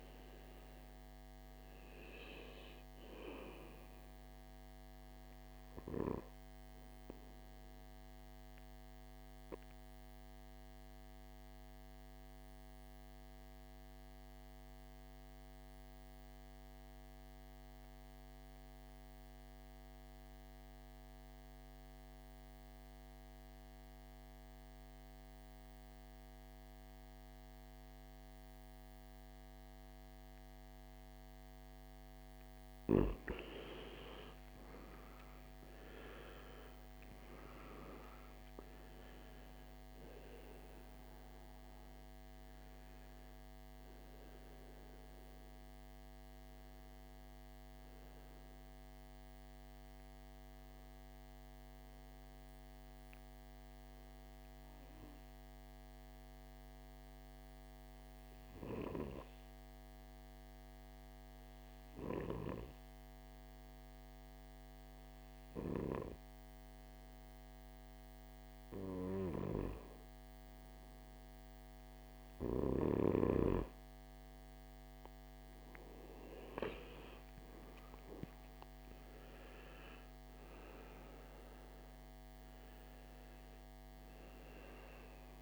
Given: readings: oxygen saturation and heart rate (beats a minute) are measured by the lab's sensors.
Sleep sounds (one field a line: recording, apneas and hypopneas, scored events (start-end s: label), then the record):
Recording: breathing in sleep by a microphone on the trachea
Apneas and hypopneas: 2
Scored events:
0.00-16.50 s: oxygen desaturation (device-marked, oxygen 92% lowest, heart rate 53 extreme)
7.00-31.50 s: obstructive apnea (oxygen 98% before, 87% lowest, heart rate 61 before, 53 extreme, up 21 after)
26.50-58.50 s: oxygen desaturation (device-marked, oxygen 98% before, 87% lowest, heart rate 56 before, 53 extreme)
34.50-38.50 s: arousal
50.50-68.50 s: obstructive apnea (oxygen 98% before, 87% lowest, heart rate 69 before, 53 extreme, up 7 after)
70.00-73.00 s: arousal
77.50-85.42 s: oxygen desaturation (device-marked, oxygen 98% before, 92% lowest, heart rate 56 before, 55 extreme)
From the record:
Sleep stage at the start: N2 (light sleep)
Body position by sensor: on the right side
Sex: male